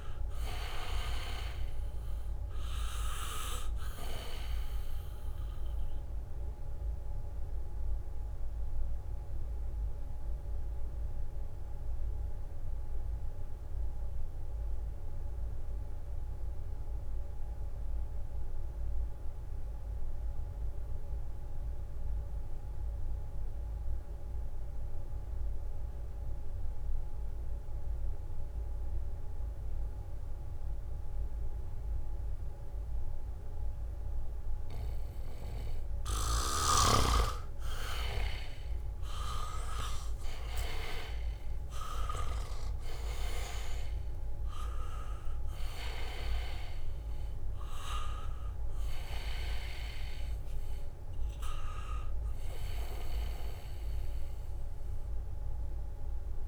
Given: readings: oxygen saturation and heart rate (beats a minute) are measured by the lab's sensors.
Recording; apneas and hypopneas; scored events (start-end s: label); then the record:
breathing in sleep by a room microphone; 1
0.00-8.00 s: leg movement (device-marked)
0.00-21.00 s: oxygen desaturation (device-marked, oxygen 79% lowest, heart rate 62 extreme)
7.00-34.50 s: mixed apnea (oxygen 99% before, 79% lowest, heart rate 66 before, 63 extreme)
34.00-56.48 s: oxygen desaturation (device-marked, oxygen 99% before, 80% lowest, heart rate 70 before, 63 extreme)
39.00-44.00 s: arousal
From the record:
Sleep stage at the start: N2 (light sleep); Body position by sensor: on the back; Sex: male